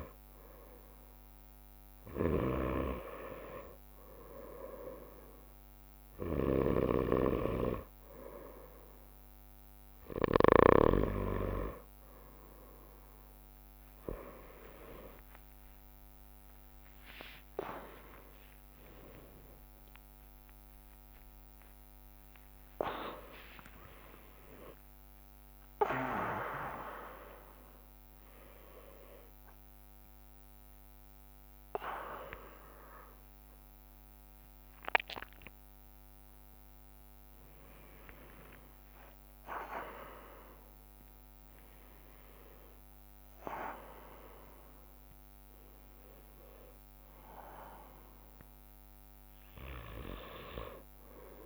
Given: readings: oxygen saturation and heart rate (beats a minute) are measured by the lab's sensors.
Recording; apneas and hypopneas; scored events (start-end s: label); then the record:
a person awake in a sleep study, by a microphone on the trachea; none
0.00-11.00 s: snoring (device-marked)
5.50-51.46 s: new sleep stage, awake
7.50-11.50 s: bradycardia (device-marked, heart rate 61 before, 58 extreme)
15.00-17.00 s: long interval between heartbeats (device-marked, heart rate 60 before, 96 extreme)
16.50-26.50 s: drop in pulse transit time (device-marked, heart rate 64 before, 47 extreme)
18.00-20.00 s: long interval between heartbeats (device-marked, heart rate 66 before, 112 extreme)
20.50-44.50 s: bradycardia (device-marked, heart rate 61 before, 43 extreme)
21.50-23.50 s: long interval between heartbeats (device-marked, heart rate 76 before, 68 extreme)
From the record:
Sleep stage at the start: N2 (light sleep); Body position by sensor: on the right side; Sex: male